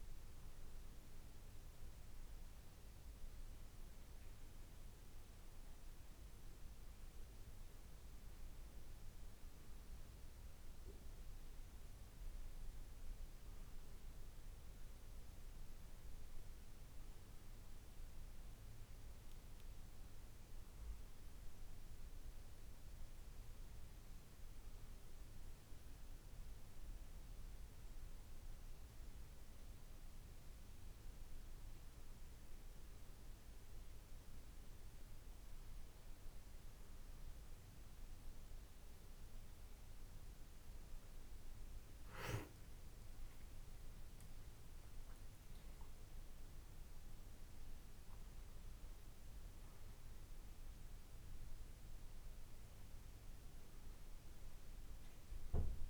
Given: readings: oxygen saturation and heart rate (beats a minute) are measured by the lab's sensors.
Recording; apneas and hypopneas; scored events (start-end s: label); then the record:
breathing in sleep, hard to hear, by a room microphone; none
none scored
From the record:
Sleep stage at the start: N2 (light sleep); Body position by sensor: on the left side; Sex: male